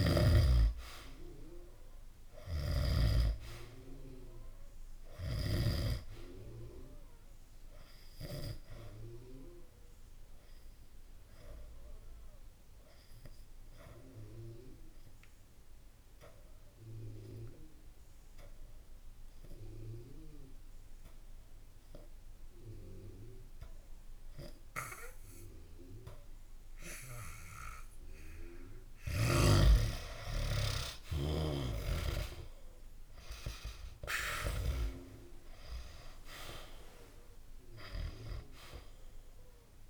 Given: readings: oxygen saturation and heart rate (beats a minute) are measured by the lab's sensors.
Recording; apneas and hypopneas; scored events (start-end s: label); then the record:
breathing in sleep by a room microphone; 1
0.00-1.00 s: arousal
0.00-3.00 s: snoring (device-marked)
6.00-21.00 s: oxygen desaturation (device-marked, oxygen 96% before, 91% lowest, heart rate 68 before, 63 extreme)
9.00-27.50 s: obstructive apnea (oxygen 96% before, 88% lowest, heart rate 67 before, 63 extreme, up 4 after)
29.50-33.50 s: arousal
36.00-39.90 s: oxygen desaturation (device-marked, oxygen 95% before, 88% lowest, heart rate 66 before, 65 extreme)
From the record:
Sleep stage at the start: N2 (light sleep); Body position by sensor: on the back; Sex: male